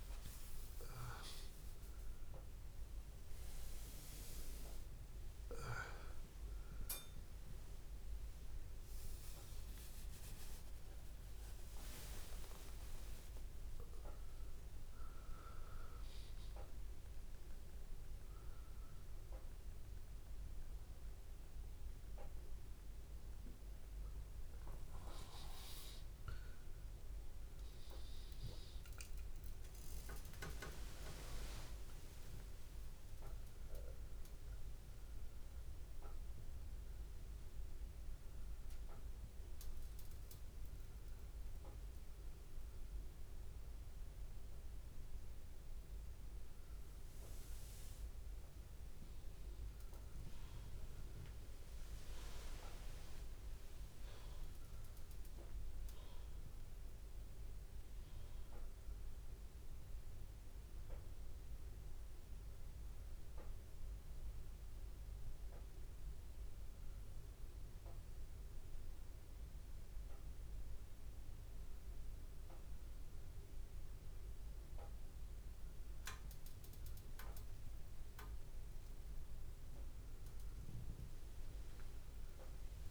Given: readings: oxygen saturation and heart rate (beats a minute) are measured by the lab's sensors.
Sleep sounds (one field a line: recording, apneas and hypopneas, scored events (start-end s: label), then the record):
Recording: a person awake in a sleep study, by a room microphone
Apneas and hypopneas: none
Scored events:
0.00-11.50 s: bradycardia (device-marked)
27.50-59.50 s: bradycardia (device-marked)
29.00-31.00 s: long interval between heartbeats (device-marked)
32.50-34.50 s: long interval between heartbeats (device-marked, heart rate 45 before, 37 extreme)
60.50-82.91 s: bradycardia (device-marked)
68.50-82.91 s: new sleep stage, N1 (lightest sleep)
70.50-72.50 s: long interval between heartbeats (device-marked)
From the record:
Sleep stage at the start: awake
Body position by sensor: on the back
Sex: male